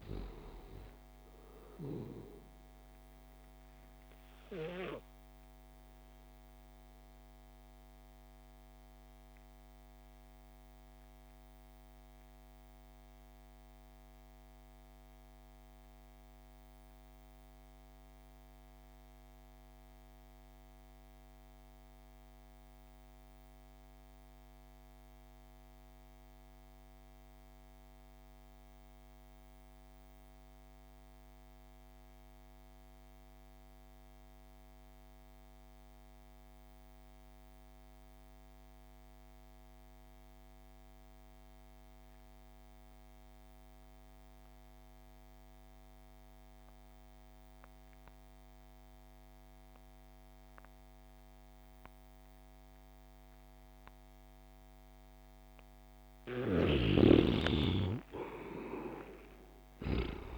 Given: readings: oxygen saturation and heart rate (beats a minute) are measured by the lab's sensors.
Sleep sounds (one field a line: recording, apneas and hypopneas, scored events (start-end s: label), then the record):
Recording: breathing in sleep by a microphone on the trachea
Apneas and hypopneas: 1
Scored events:
0.00-19.50 s: oxygen desaturation (device-marked, oxygen 83% lowest)
6.50-55.50 s: mixed apnea (oxygen 98% before, 71% lowest)
39.50-60.38 s: oxygen desaturation (device-marked, oxygen 97% before, 71% lowest)
56.00-60.38 s: snoring (device-marked)
57.00-60.38 s: arousal
From the record:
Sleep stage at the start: REM sleep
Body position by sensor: on the back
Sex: male